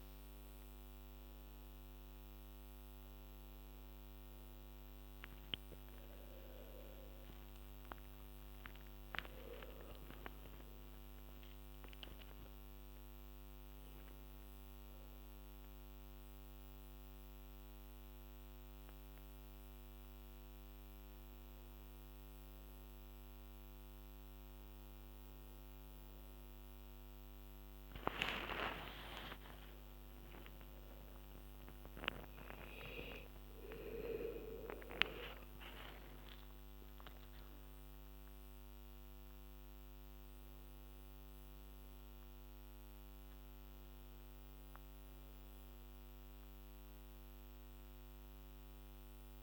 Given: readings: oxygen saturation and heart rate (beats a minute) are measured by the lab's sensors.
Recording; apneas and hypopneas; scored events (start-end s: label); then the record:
a person awake in a sleep study, by a microphone on the trachea; none
4.00-34.00 s: new sleep stage, awake
34.00-49.43 s: new sleep stage, N2 (light sleep)
From the record:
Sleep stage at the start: N1 (lightest sleep); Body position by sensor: on the back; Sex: female